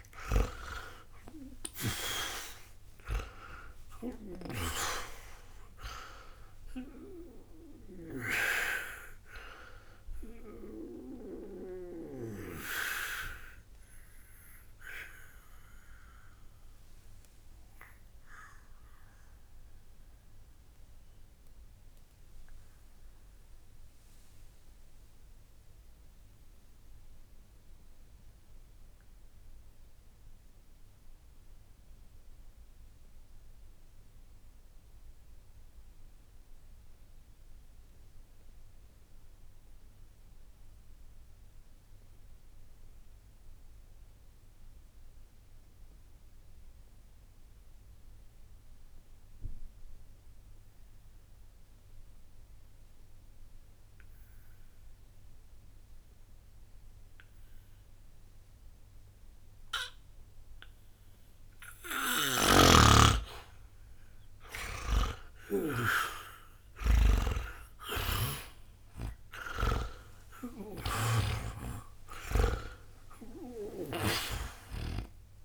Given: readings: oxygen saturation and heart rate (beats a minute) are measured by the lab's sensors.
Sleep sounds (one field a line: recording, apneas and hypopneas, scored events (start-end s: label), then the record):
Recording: breathing in sleep by a room microphone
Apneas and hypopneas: 1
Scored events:
0.00-4.50 s: snoring (device-marked)
0.00-36.50 s: oxygen desaturation (device-marked, oxygen 76% lowest, heart rate 60 extreme)
12.50-61.00 s: obstructive apnea (oxygen 97% before, 76% lowest, heart rate 100 before, 60 extreme, up 0 after)
55.50-75.45 s: oxygen desaturation (device-marked, oxygen 98% before, 76% lowest, heart rate 60 before, 60 extreme)
62.00-67.00 s: snoring (device-marked)
65.00-69.50 s: arousal
From the record:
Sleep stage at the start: N2 (light sleep)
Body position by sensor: on the back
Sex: male